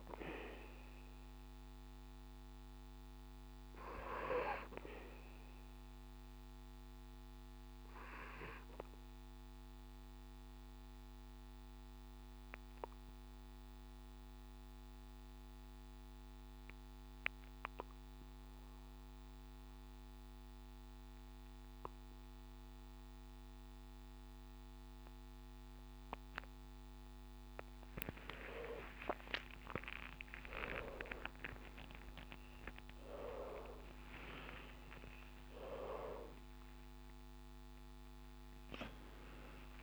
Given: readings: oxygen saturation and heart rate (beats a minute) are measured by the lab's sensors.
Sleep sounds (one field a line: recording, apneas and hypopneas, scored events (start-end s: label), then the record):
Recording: a person partly awake in a sleep study, by a microphone on the trachea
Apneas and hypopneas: 1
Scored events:
5.50-26.50 s: obstructive apnea (oxygen 97% before, 92% lowest, heart rate 69 before, 60 extreme)
29.00-39.83 s: new sleep stage, awake
From the record:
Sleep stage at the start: N2 (light sleep)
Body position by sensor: on the back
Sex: male